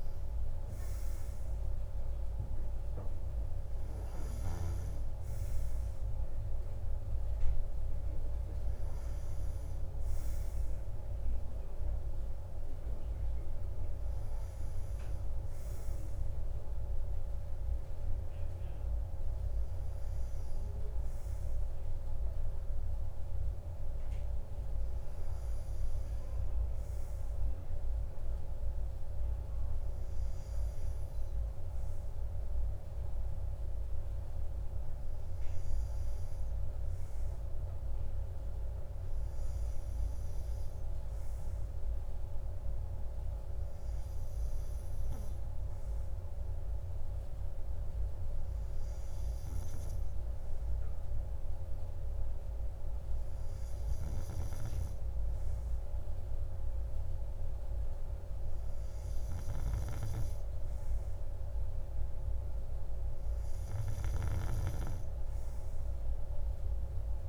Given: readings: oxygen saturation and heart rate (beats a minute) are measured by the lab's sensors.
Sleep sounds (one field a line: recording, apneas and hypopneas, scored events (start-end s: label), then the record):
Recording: breathing in sleep, hard to hear, by a room microphone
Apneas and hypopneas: none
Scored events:
none scored
From the record:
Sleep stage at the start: N2 (light sleep)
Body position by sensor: on the right side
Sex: male